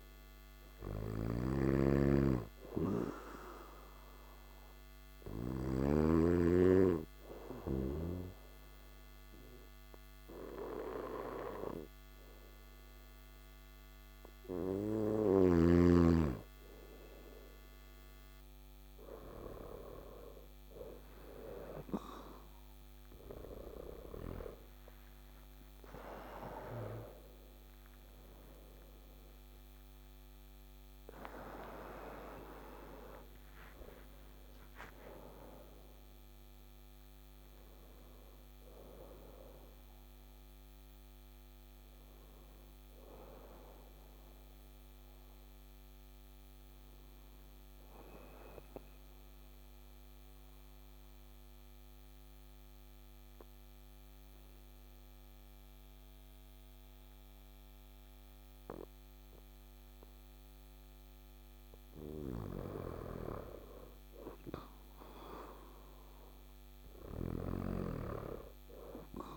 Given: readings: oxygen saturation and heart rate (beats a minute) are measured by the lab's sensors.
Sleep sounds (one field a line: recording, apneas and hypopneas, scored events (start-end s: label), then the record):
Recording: breathing in sleep by a microphone on the trachea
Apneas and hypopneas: 2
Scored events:
0.00-5.50 s: snoring (device-marked)
3.50-15.50 s: obstructive apnea (oxygen 98% before, 95% lowest, heart rate 58 before, 58 extreme, up 3 after)
21.50-26.00 s: arousal
48.00-62.50 s: obstructive apnea (oxygen 97% before, 92% lowest, heart rate 65 before, 55 extreme, up 5 after)
65.00-68.00 s: arousal
66.50-69.37 s: snoring (device-marked)
From the record:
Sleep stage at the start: N2 (light sleep)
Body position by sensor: on the back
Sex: male